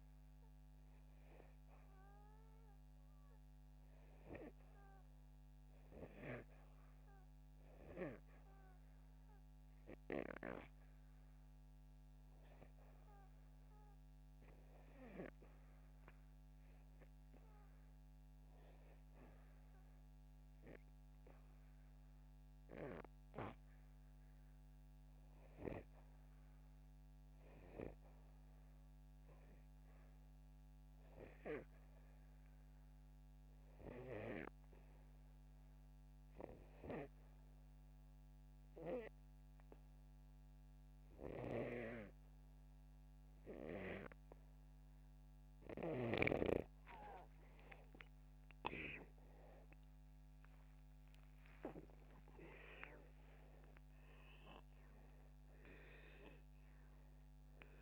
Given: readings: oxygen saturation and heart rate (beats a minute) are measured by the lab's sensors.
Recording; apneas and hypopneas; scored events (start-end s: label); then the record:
breathing in sleep by a microphone on the trachea; none
50.50-55.50 s: arousal
From the record:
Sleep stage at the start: REM sleep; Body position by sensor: upright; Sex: male